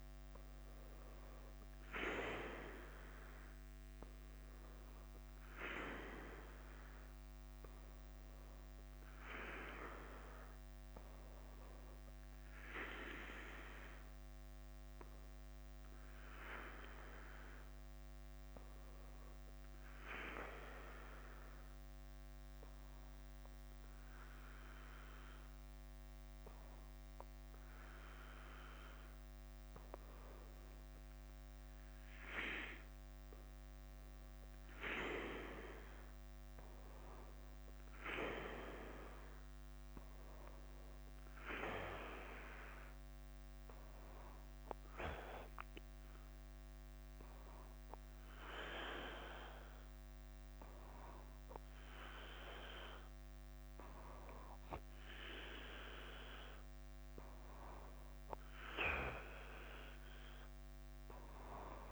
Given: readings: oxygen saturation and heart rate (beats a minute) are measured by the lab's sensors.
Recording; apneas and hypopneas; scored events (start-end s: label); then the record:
breathing in sleep by a microphone on the trachea; 1
0.00-5.00 s: oxygen desaturation (device-marked, oxygen 94% lowest, heart rate 45 extreme)
0.00-61.91 s: bradycardia (device-marked, heart rate 45 extreme)
14.50-28.00 s: hypopnea (oxygen 99% before, 97% lowest, heart rate 54 before, 45 extreme, up 10 after)
31.50-35.50 s: arousal
From the record:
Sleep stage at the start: N2 (light sleep); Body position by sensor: on the back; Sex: male